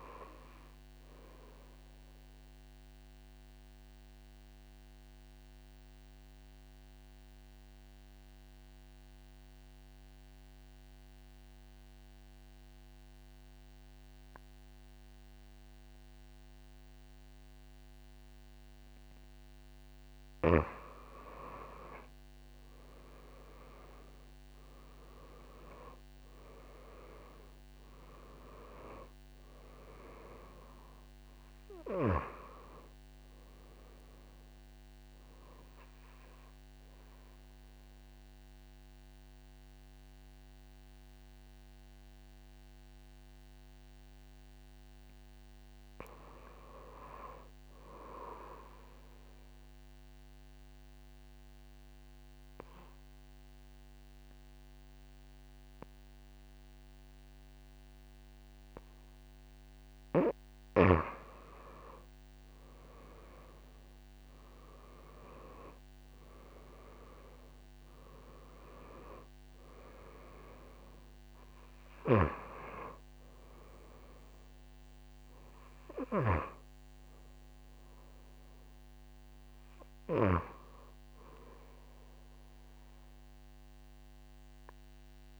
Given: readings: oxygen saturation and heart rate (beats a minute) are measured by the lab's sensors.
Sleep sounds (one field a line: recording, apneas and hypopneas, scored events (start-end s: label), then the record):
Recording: breathing in sleep by a microphone on the trachea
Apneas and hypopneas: 2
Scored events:
0.00-14.00 s: oxygen desaturation (device-marked, oxygen 89% lowest)
2.50-19.50 s: obstructive apnea (oxygen 95% before, 89% lowest)
22.50-26.50 s: arousal
27.00-50.00 s: oxygen desaturation (device-marked, oxygen 97% before, 91% lowest)
50.00-61.50 s: obstructive apnea (oxygen 96% before, 91% lowest)
63.50-68.00 s: arousal
70.00-85.40 s: oxygen desaturation (device-marked, oxygen 96% before, 91% lowest)
From the record:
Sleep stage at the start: N2 (light sleep)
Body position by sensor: on the back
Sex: female